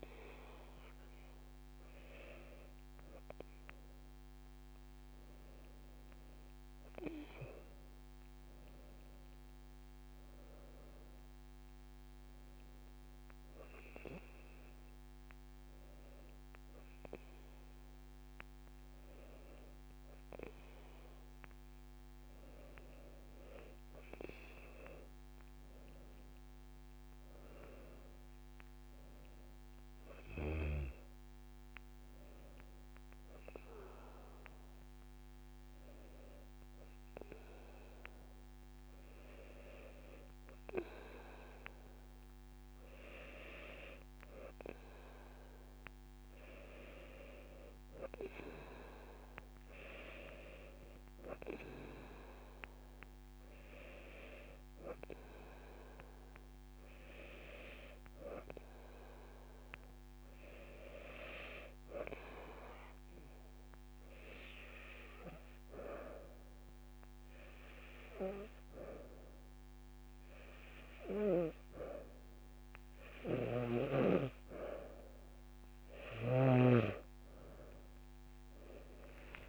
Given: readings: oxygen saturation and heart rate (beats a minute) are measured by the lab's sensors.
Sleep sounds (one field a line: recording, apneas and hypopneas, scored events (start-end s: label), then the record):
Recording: breathing in sleep by a microphone on the trachea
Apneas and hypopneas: 1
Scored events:
5.00-7.00 s: long interval between heartbeats (device-marked, heart rate 50 before, 44 extreme)
9.00-11.00 s: long interval between heartbeats (device-marked, heart rate 47 before, 55 extreme)
16.50-18.50 s: long interval between heartbeats (device-marked, heart rate 46 before, 32 extreme)
22.00-24.00 s: long interval between heartbeats (device-marked, heart rate 40 before, 35 extreme)
26.00-28.00 s: long interval between heartbeats (device-marked, heart rate 40 before, 48 extreme)
38.00-52.00 s: drop in pulse transit time (device-marked)
41.00-43.00 s: long interval between heartbeats (device-marked, heart rate 54 before, 70 extreme)
45.00-47.00 s: long interval between heartbeats (device-marked, heart rate 59 before, 54 extreme)
61.50-75.00 s: obstructive apnea (oxygen 95% before, 91% lowest, heart rate 51 before, 30 extreme, up 12 after)
66.50-68.50 s: long interval between heartbeats (device-marked, heart rate 54 before, 75 extreme)
68.00-78.00 s: drop in pulse transit time (device-marked, heart rate 56 before, 56 extreme)
70.50-72.50 s: long interval between heartbeats (device-marked, heart rate 57 before, 66 extreme)
76.00-78.00 s: long interval between heartbeats (device-marked, heart rate 68 before, 60 extreme)
78.00-79.49 s: arousal
From the record:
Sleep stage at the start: N2 (light sleep)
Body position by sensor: on the back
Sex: female